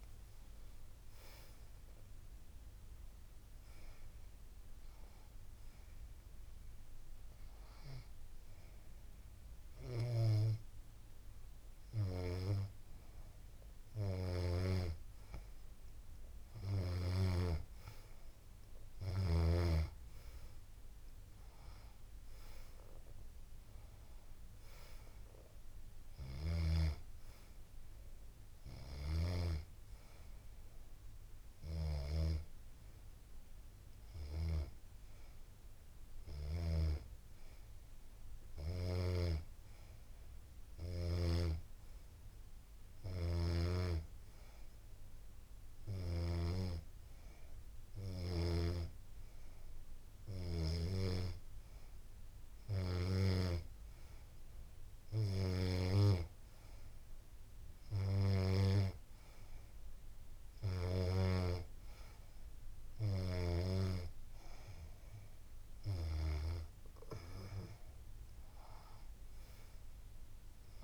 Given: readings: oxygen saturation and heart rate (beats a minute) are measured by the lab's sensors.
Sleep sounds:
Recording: breathing in sleep by a room microphone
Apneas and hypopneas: none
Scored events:
17.50-31.50 s: oxygen desaturation (device-marked, oxygen 96% before, 92% lowest, heart rate 96 before, 82 extreme)
From the record:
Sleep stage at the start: N2 (light sleep)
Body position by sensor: on the back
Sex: female

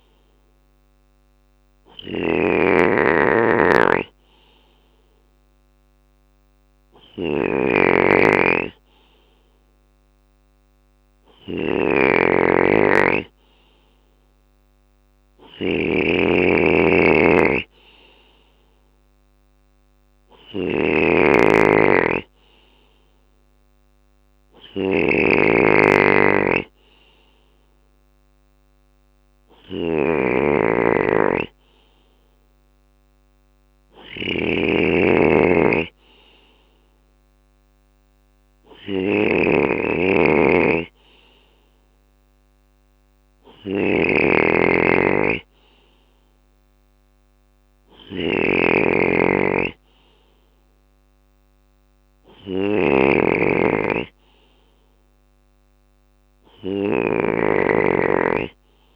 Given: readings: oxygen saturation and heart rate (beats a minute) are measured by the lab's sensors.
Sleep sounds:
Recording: breathing in sleep by a microphone on the trachea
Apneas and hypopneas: none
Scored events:
0.00-58.96 s: snoring (device-marked)
From the record:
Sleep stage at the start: N2 (light sleep)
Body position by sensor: on the left side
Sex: male

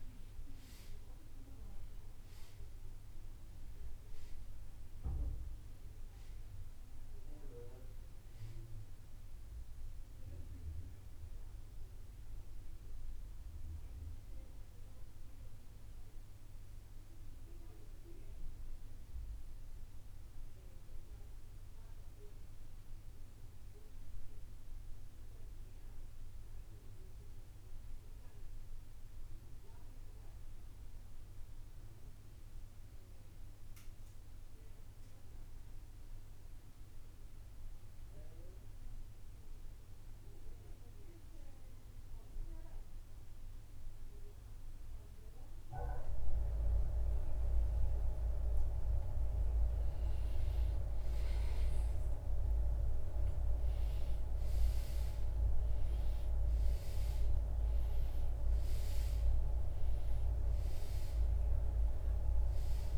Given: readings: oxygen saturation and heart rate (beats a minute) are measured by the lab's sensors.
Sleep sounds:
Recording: breathing in sleep by a room microphone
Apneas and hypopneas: 1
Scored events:
0.00-36.00 s: oxygen desaturation (device-marked, oxygen 80% lowest, heart rate 56 extreme)
23.50-49.00 s: mixed apnea (oxygen 95% before, 80% lowest, heart rate 78 before, 56 extreme, up 9 after)
50.00-54.50 s: arousal
55.00-62.98 s: oxygen desaturation (device-marked, oxygen 97% before, 82% lowest, heart rate 61 before, 59 extreme)
From the record:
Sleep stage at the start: REM sleep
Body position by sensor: on the right side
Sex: male

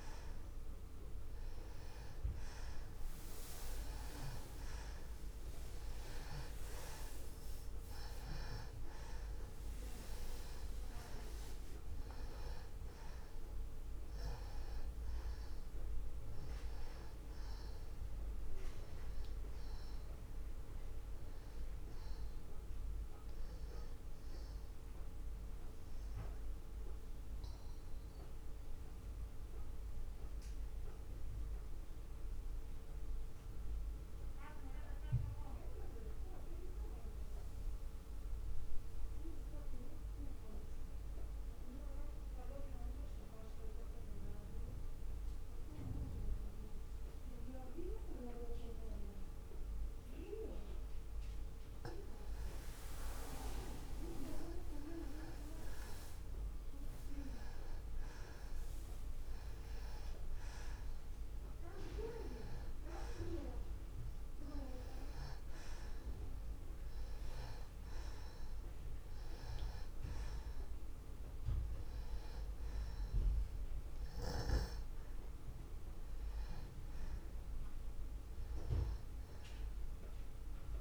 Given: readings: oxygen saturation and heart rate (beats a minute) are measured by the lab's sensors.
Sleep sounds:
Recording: breathing in sleep by a room microphone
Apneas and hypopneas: 1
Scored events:
0.00-38.50 s: oxygen desaturation (device-marked, oxygen 87% lowest, heart rate 50 extreme)
21.50-25.00 s: arousal
27.00-53.50 s: mixed apnea (oxygen 95% before, 87% lowest)
55.50-59.50 s: arousal
62.50-80.81 s: oxygen desaturation (device-marked, oxygen 97% before, 87% lowest)
From the record:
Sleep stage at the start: N2 (light sleep)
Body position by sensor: on the back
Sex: male

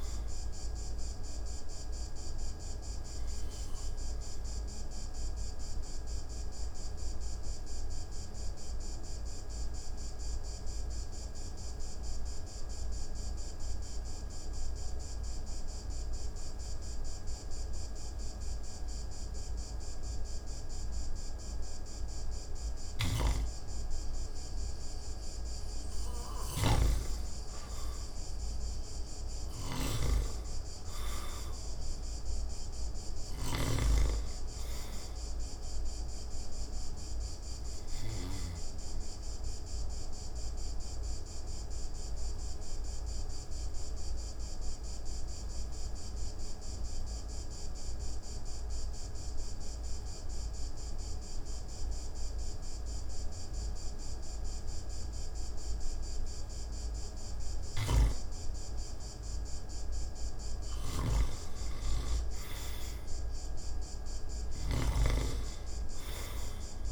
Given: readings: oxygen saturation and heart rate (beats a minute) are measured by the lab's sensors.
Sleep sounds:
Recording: breathing in sleep by a room microphone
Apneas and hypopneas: 2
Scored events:
0.00-7.00 s: oxygen desaturation (device-marked, oxygen 92% lowest)
2.50-23.00 s: obstructive apnea (oxygen 98% before, 85% lowest)
9.00-21.00 s: oxygen desaturation (device-marked, oxygen 96% before, 85% lowest)
22.50-33.50 s: snoring (device-marked)
25.00-28.50 s: arousal
34.00-56.00 s: oxygen desaturation (device-marked, oxygen 97% before, 87% lowest)
39.00-58.50 s: obstructive apnea (oxygen 97% before, 87% lowest)
57.00-66.92 s: snoring (device-marked)
59.50-64.00 s: arousal
65.00-66.92 s: oxygen desaturation (device-marked, oxygen 98% before, 88% lowest)
From the record:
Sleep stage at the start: N2 (light sleep)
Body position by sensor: on the back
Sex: male

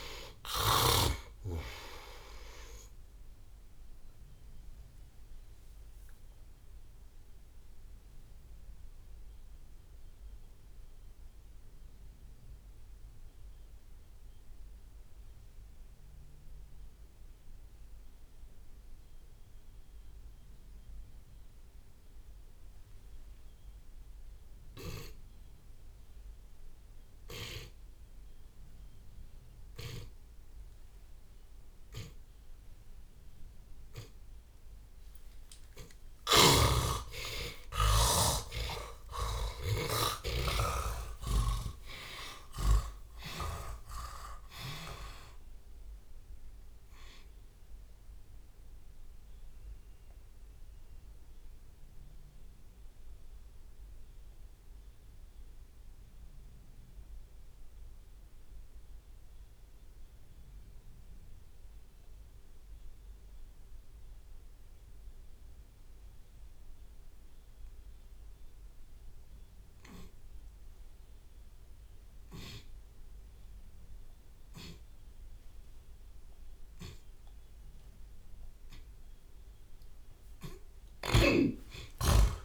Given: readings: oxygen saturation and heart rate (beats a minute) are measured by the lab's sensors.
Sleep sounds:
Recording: breathing in sleep by a room microphone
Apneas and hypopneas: 2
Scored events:
0.00-1.00 s: long interval between heartbeats (device-marked)
3.50-5.50 s: long interval between heartbeats (device-marked, heart rate 43 before, 58 extreme)
8.00-28.50 s: mixed apnea (oxygen 96% before, 81% lowest)
10.00-23.00 s: oxygen desaturation (device-marked, oxygen 95% before, 81% lowest)
33.50-40.00 s: arousal
35.50-37.50 s: long interval between heartbeats (device-marked)
36.00-43.00 s: snoring (device-marked)
42.50-44.50 s: long interval between heartbeats (device-marked)
44.00-54.00 s: tachycardia (device-marked, heart rate 47 before, 159 extreme)
44.50-46.50 s: long interval between heartbeats (device-marked)
46.50-48.50 s: long interval between heartbeats (device-marked)
48.50-50.50 s: long interval between heartbeats (device-marked)
50.00-76.00 s: obstructive apnea (oxygen 95% before, 78% lowest)
51.00-53.00 s: long interval between heartbeats (device-marked, heart rate 39 before, 159 extreme)
54.50-56.50 s: long interval between heartbeats (device-marked, heart rate 63 before, 132 extreme)
55.00-65.00 s: drop in pulse transit time (device-marked, heart rate 69 before, 80 extreme)
57.50-59.50 s: long interval between heartbeats (device-marked, heart rate 81 before, 99 extreme)
59.00-82.00 s: tachycardia (device-marked, heart rate 48 before, 162 extreme)
59.50-61.50 s: long interval between heartbeats (device-marked, heart rate 91 before, 80 extreme)
61.50-63.50 s: long interval between heartbeats (device-marked, heart rate 99 before, 96 extreme)
64.00-66.00 s: long interval between heartbeats (device-marked, heart rate 111 before, 126 extreme)
64.00-77.00 s: oxygen desaturation (device-marked, oxygen 96% before, 83% lowest)
67.00-69.00 s: long interval between heartbeats (device-marked, heart rate 122 before, 130 extreme)
69.00-71.00 s: long interval between heartbeats (device-marked, heart rate 123 before, 120 extreme)
73.00-75.00 s: long interval between heartbeats (device-marked, heart rate 118 before, 115 extreme)
76.00-77.00 s: drop in pulse transit time (device-marked, heart rate 115 before, 146 extreme)
76.00-78.00 s: long interval between heartbeats (device-marked, heart rate 115 before, 144 extreme)
78.00-80.00 s: long interval between heartbeats (device-marked, heart rate 119 before, 152 extreme)
80.00-82.45 s: arousal
81.00-82.45 s: long interval between heartbeats (device-marked, heart rate 129 before, 148 extreme)
From the record:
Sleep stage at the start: N2 (light sleep)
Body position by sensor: on the back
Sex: male

